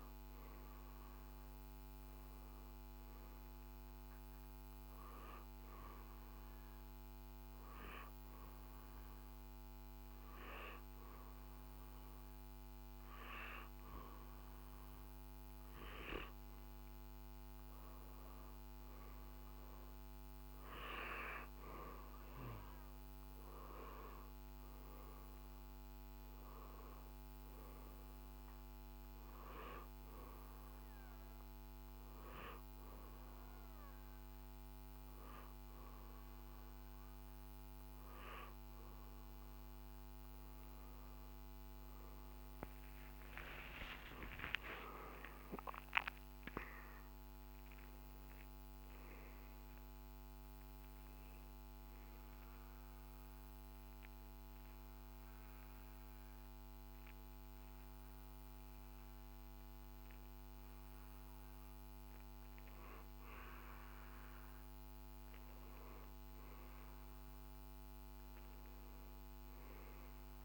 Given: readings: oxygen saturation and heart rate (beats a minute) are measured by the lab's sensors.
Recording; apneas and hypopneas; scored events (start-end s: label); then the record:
breathing in sleep by a microphone on the trachea; 3
4.50-17.50 s: obstructive apnea (oxygen 94% before, 91% lowest, heart rate 60 before, 56 extreme, up 6 after)
19.50-22.50 s: arousal
30.00-41.00 s: hypopnea (oxygen 94% before, 91% lowest, heart rate 62 before, 56 extreme, up 22 after)
43.00-47.50 s: arousal
51.50-57.50 s: oxygen desaturation (device-marked, oxygen 94% before, 91% lowest, heart rate 66 before, 54 extreme)
52.50-64.00 s: hypopnea (oxygen 94% before, 91% lowest, heart rate 67 before, 54 extreme, up 4 after)
68.50-70.45 s: arousal
From the record:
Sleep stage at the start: N2 (light sleep); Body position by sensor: on the right side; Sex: male